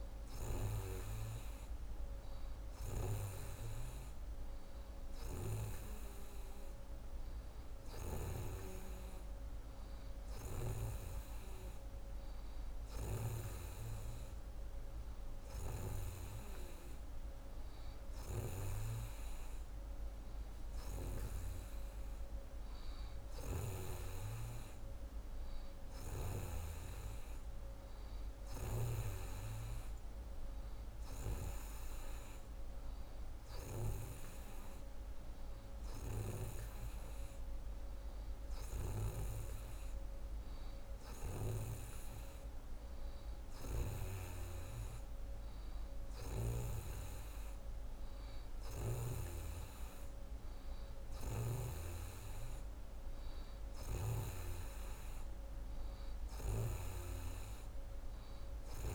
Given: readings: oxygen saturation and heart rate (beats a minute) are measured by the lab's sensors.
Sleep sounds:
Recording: breathing in sleep by a room microphone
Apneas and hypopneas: none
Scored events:
none scored
From the record:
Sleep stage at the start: N2 (light sleep)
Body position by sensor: on the right side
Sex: female

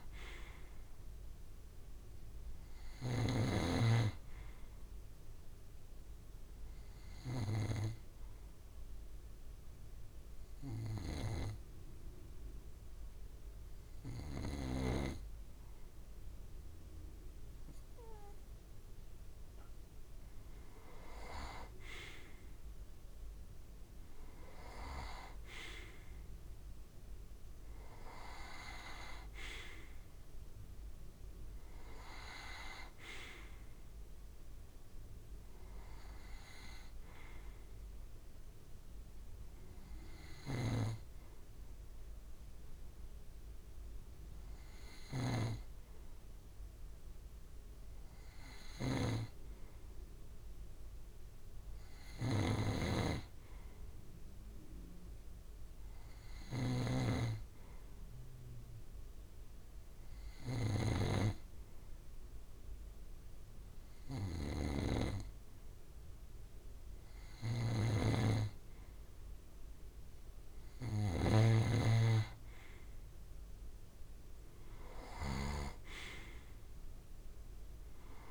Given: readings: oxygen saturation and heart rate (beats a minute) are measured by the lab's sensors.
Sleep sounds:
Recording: breathing in sleep by a room microphone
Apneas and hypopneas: 2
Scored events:
0.00-15.50 s: oxygen desaturation (device-marked, oxygen 90% lowest)
5.50-20.50 s: obstructive apnea (oxygen 96% before, 90% lowest)
22.00-25.50 s: arousal
40.00-75.50 s: snoring (device-marked)
40.50-70.00 s: hypopnea (oxygen 95% before, 92% lowest)
74.00-78.00 s: arousal
From the record:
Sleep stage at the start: N2 (light sleep)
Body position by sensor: on the right side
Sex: male

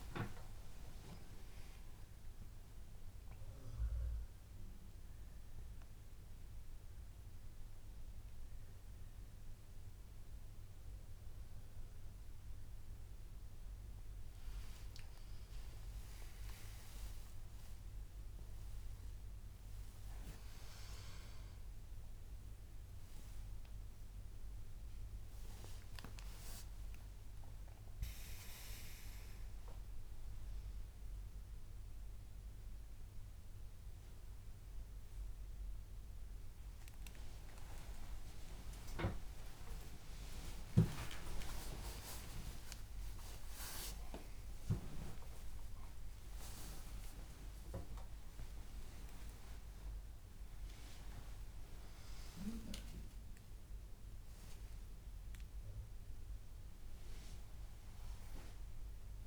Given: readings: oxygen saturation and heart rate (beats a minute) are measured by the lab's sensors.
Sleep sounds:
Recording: a person awake in a sleep study, by a room microphone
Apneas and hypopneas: none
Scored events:
38.50-40.50 s: long interval between heartbeats (device-marked, heart rate 141 before, 152 extreme)
48.00-50.00 s: long interval between heartbeats (device-marked, heart rate 143 before, 147 extreme)
52.50-54.50 s: long interval between heartbeats (device-marked, heart rate 145 before, 126 extreme)
From the record:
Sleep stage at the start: awake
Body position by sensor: on the back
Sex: male

